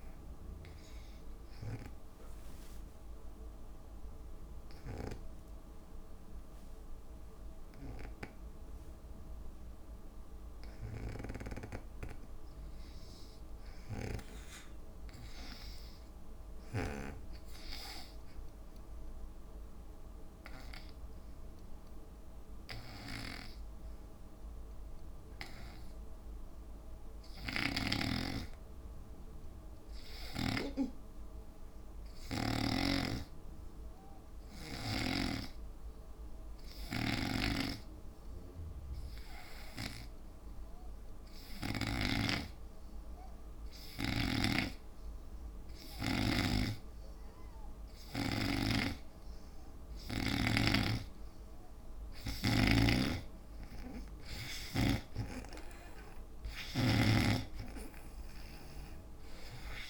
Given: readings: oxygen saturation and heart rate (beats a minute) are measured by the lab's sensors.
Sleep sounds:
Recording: breathing in sleep by a room microphone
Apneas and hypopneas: 1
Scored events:
0.00-13.00 s: oxygen desaturation (device-marked, oxygen 69% lowest, heart rate 55 extreme)
1.50-47.00 s: hypopnea (oxygen 96% before, 69% lowest, heart rate 74 before, 59 extreme, up 8 after)
8.00-19.00 s: drop in pulse transit time (device-marked, heart rate 69 before, 61 extreme)
17.00-19.00 s: long interval between heartbeats (device-marked, heart rate 59 before, 70 extreme)
19.00-21.00 s: long interval between heartbeats (device-marked, heart rate 62 before, 95 extreme)
27.00-59.90 s: oxygen desaturation (device-marked, oxygen 98% before, 79% lowest, heart rate 73 before, 57 extreme)
27.50-31.00 s: snoring (device-marked)
33.00-42.00 s: snoring (device-marked)
46.50-50.50 s: snoring (device-marked)
50.00-55.00 s: arousal
52.50-57.00 s: snoring (device-marked)
From the record:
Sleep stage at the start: N2 (light sleep)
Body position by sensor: on the back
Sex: female

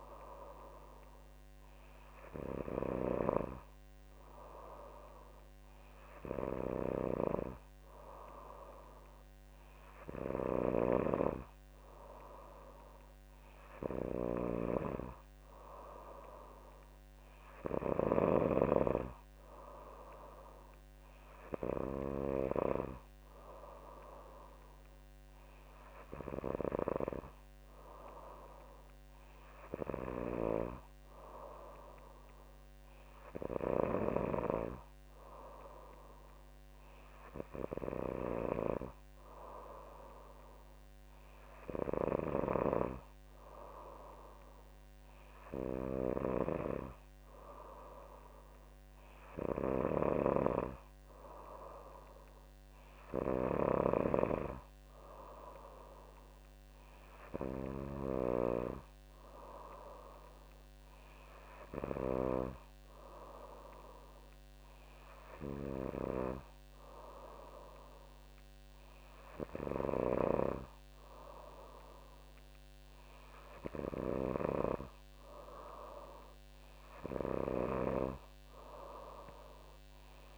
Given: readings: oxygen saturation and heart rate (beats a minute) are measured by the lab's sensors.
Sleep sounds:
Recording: breathing in sleep by a microphone on the trachea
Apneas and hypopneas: none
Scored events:
14.00-18.50 s: snoring (device-marked)
From the record:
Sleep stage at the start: N3 (deep sleep)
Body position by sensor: on the back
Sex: female

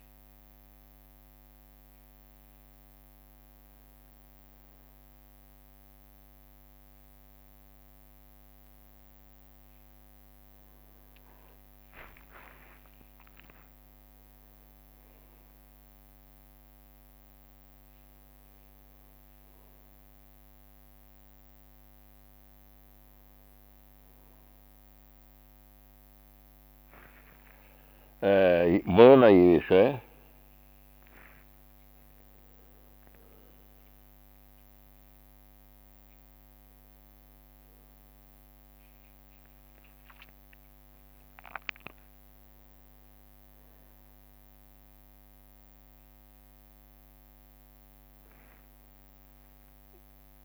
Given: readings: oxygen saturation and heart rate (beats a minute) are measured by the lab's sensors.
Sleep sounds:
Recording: a person awake in a sleep study, by a microphone on the trachea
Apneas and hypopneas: none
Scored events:
12.00-17.50 s: leg movement (device-marked)
18.00-23.50 s: leg movement (device-marked)
28.00-37.50 s: leg movement (device-marked)
41.00-45.50 s: leg movement (device-marked)
46.00-50.44 s: leg movement (device-marked)
48.00-50.44 s: tachycardia (device-marked, heart rate 57 before, 109 extreme)
From the record:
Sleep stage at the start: awake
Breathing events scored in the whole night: 189 in 4.2 hours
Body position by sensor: on the back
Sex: male

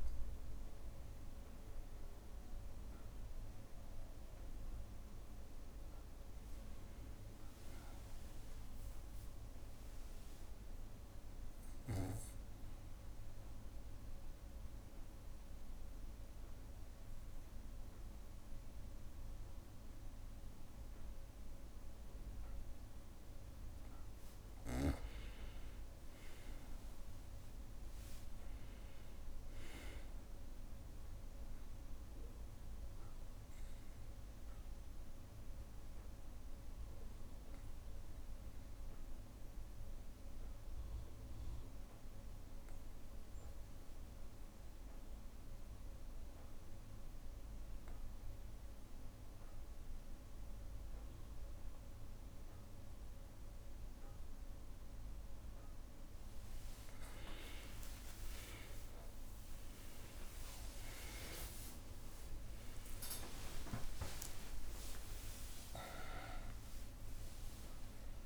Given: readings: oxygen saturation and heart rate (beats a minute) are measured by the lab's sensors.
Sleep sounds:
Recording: breathing in sleep by a room microphone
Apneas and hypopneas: 2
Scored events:
0.00-11.00 s: oxygen desaturation (device-marked, oxygen 90% lowest, heart rate 61 extreme)
10.00-22.50 s: obstructive apnea (oxygen 98% before, 91% lowest, heart rate 77 before, 60 extreme, up 2 after)
25.00-29.00 s: arousal
31.00-45.00 s: oxygen desaturation (device-marked, oxygen 98% before, 94% lowest, heart rate 62 before, 55 extreme)
33.00-55.50 s: obstructive apnea (oxygen 99% before, 91% lowest, heart rate 62 before, 55 extreme, up 3 after)
58.00-61.00 s: bradycardia (device-marked, heart rate 64 before, 63 extreme)
58.00-64.50 s: arousal
64.00-66.00 s: long interval between heartbeats (device-marked, heart rate 61 before, 65 extreme)
From the record:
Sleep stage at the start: N2 (light sleep)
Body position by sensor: on the back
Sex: male

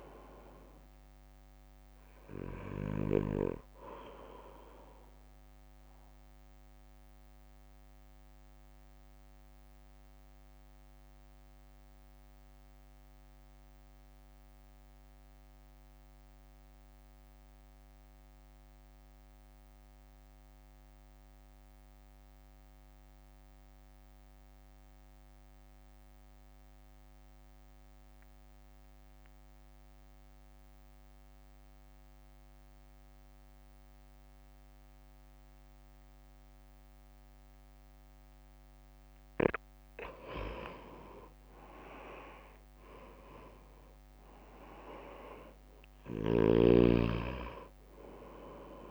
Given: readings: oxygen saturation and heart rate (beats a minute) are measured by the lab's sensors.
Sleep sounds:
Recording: breathing in sleep by a microphone on the trachea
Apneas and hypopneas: 1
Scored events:
0.00-4.50 s: oxygen desaturation (device-marked, oxygen 90% lowest, heart rate 49 extreme)
0.00-8.50 s: drop in pulse transit time (device-marked, heart rate 49 extreme)
6.00-39.00 s: mixed apnea (oxygen 99% before, 88% lowest, heart rate 56 before, 52 extreme, up 2 after)
13.50-25.50 s: oxygen desaturation (device-marked, oxygen 92% before, 88% lowest, heart rate 53 before, 55 extreme)
38.50-48.91 s: oxygen desaturation (device-marked, oxygen 98% before, 89% lowest, heart rate 62 before, 52 extreme)
43.50-48.00 s: arousal
43.50-48.91 s: drop in pulse transit time (device-marked, heart rate 61 before, 52 extreme)
46.00-48.91 s: snoring (device-marked)
From the record:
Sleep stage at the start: N2 (light sleep)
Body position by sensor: on the right side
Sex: male

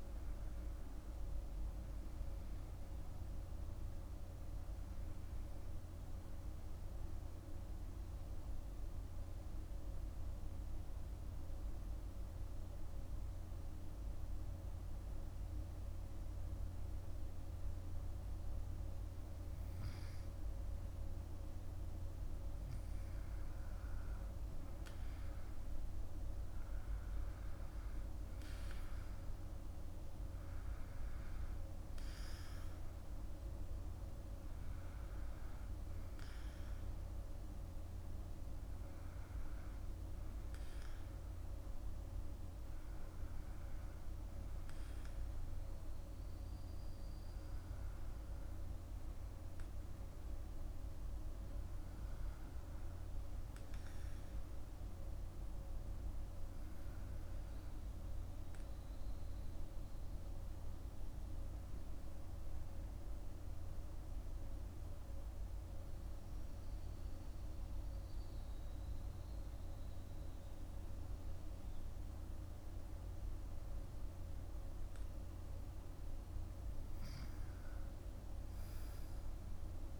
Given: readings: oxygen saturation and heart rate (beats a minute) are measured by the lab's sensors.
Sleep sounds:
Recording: breathing in sleep, hard to hear, by a room microphone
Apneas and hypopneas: 2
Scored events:
0.50-20.50 s: hypopnea (oxygen 97% before, 94% lowest, heart rate 60 before, 53 extreme, up 5 after)
23.50-29.50 s: arousal
31.50-44.50 s: oxygen desaturation (device-marked, oxygen 97% before, 94% lowest, heart rate 57 before, 54 extreme)
59.00-74.50 s: hypopnea (oxygen 98% before, 93% lowest, heart rate 56 before, 51 extreme, up 6 after)
76.50-80.00 s: arousal
From the record:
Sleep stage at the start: N2 (light sleep)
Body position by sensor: on the back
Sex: male

